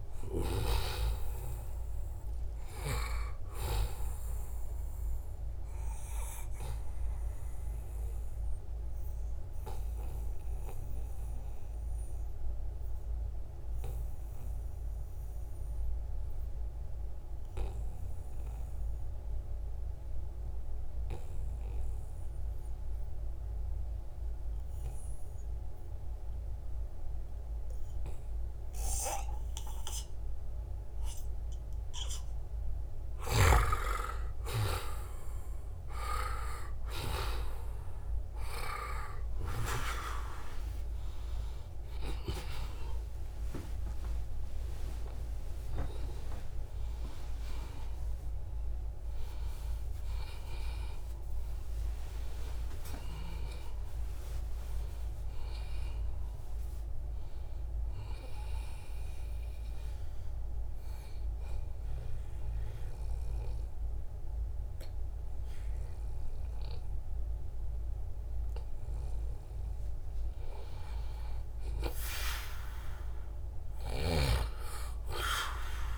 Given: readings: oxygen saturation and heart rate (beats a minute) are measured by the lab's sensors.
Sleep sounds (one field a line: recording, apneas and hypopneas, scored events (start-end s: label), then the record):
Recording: breathing in sleep by a room microphone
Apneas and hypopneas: 2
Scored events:
0.00-15.00 s: oxygen desaturation (device-marked, oxygen 89% lowest, heart rate 70 extreme)
8.00-33.00 s: obstructive apnea (oxygen 98% before, 89% lowest, heart rate 76 before, 70 extreme, up 3 after)
32.00-61.00 s: oxygen desaturation (device-marked, oxygen 97% before, 90% lowest, heart rate 73 before, 72 extreme)
42.00-47.50 s: arousal
42.50-44.50 s: long interval between heartbeats (device-marked, heart rate 72 before, 89 extreme)
45.00-47.00 s: long interval between heartbeats (device-marked, heart rate 77 before, 132 extreme)
59.00-70.00 s: obstructive apnea (oxygen 96% before, 90% lowest, heart rate 99 before, 74 extreme, up 8 after)
68.00-70.00 s: long interval between heartbeats (device-marked, heart rate 88 before, 86 extreme)
72.00-75.98 s: arousal
From the record:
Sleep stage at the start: N2 (light sleep)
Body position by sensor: on the right side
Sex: male